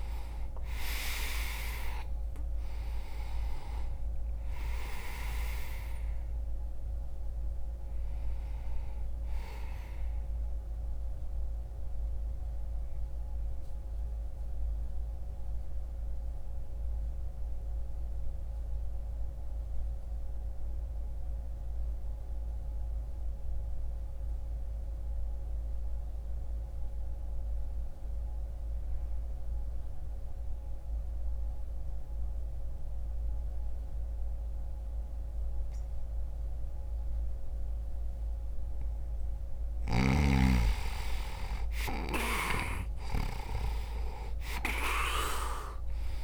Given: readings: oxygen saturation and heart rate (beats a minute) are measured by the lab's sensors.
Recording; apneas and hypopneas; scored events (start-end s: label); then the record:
breathing in sleep by a room microphone; 1
0.00-10.00 s: oxygen desaturation (device-marked, oxygen 91% lowest)
10.50-38.50 s: obstructive apnea (oxygen 98% before, 85% lowest)
17.00-36.00 s: oxygen desaturation (device-marked, oxygen 92% before, 85% lowest)
40.00-45.00 s: arousal
From the record:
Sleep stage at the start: N2 (light sleep); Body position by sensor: on the back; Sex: male